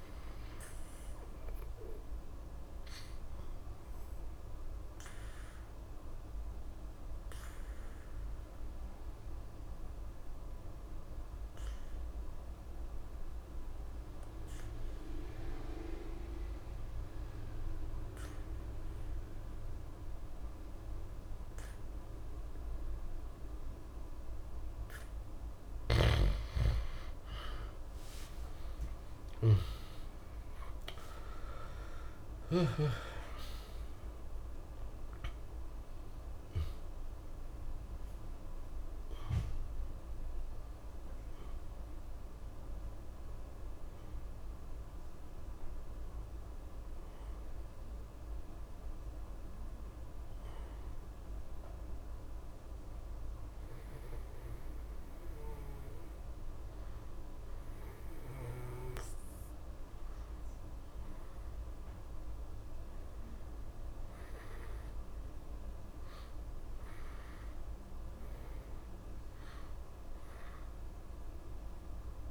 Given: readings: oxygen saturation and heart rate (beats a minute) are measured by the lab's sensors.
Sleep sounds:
breathing in sleep by a room microphone; 2
0.00-13.00 s: oxygen desaturation (device-marked, oxygen 85% lowest, heart rate 59 extreme)
3.00-26.50 s: obstructive apnea (oxygen 96% before, 85% lowest, heart rate 63 before, 59 extreme, up 3 after)
27.50-33.00 s: arousal
28.00-59.00 s: oxygen desaturation (device-marked, oxygen 97% before, 86% lowest, heart rate 61 before, 59 extreme)
36.00-66.00 s: new sleep stage, N1 (lightest sleep)
47.50-61.50 s: hypopnea (oxygen 97% before, 86% lowest, heart rate 63 before, 59 extreme, up 4 after)
66.00-72.31 s: new sleep stage, awake
From the record:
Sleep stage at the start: N2 (light sleep); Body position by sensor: on the back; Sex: male

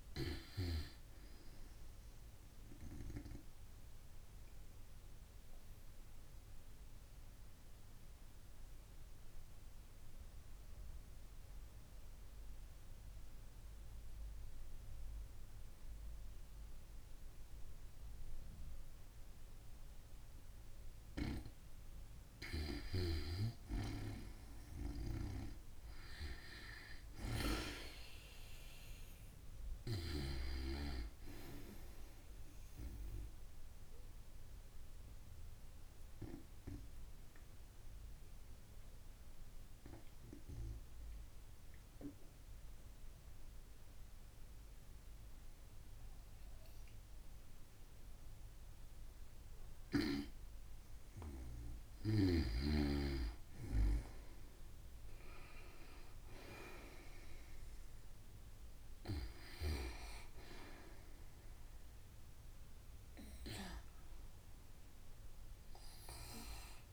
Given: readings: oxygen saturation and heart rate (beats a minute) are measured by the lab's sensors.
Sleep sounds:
breathing in sleep by a room microphone; 2
3.00-20.50 s: obstructive apnea (oxygen 96% before, 90% lowest, heart rate 125 before, 56 extreme, up 52 after)
23.00-27.50 s: arousal
27.50-40.50 s: oxygen desaturation (device-marked, oxygen 95% before, 90% lowest, heart rate 101 before, 56 extreme)
33.00-50.00 s: obstructive apnea (oxygen 95% before, 90% lowest, heart rate 108 before, 56 extreme, up 22 after)
52.50-56.50 s: arousal
59.50-66.93 s: oxygen desaturation (device-marked, oxygen 95% before, 90% lowest, heart rate 94 before, 56 extreme)
From the record:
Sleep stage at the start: N2 (light sleep); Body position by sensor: on the back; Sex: female

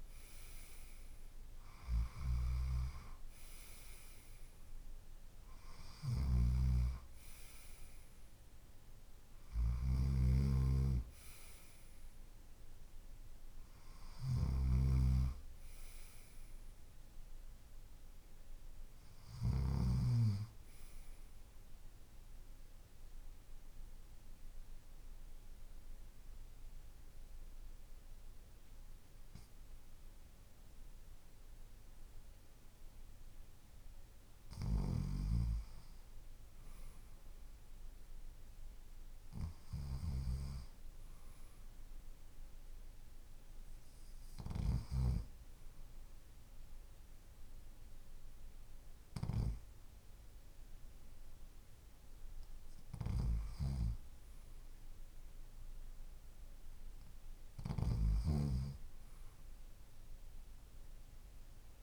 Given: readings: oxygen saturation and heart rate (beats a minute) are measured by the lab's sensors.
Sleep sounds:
breathing in sleep by a room microphone; 1
0.00-1.00 s: arousal
1.50-19.50 s: snoring (device-marked)
21.00-36.00 s: oxygen desaturation (device-marked, oxygen 95% before, 92% lowest, heart rate 56 before, 48 extreme)
21.50-34.00 s: obstructive apnea (oxygen 96% before, 92% lowest, heart rate 56 before, 48 extreme, up 4 after)
37.00-41.00 s: arousal
50.00-61.82 s: new sleep stage, REM sleep
57.00-61.82 s: snoring (device-marked)
From the record:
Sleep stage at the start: N2 (light sleep); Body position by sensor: on the left side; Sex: male

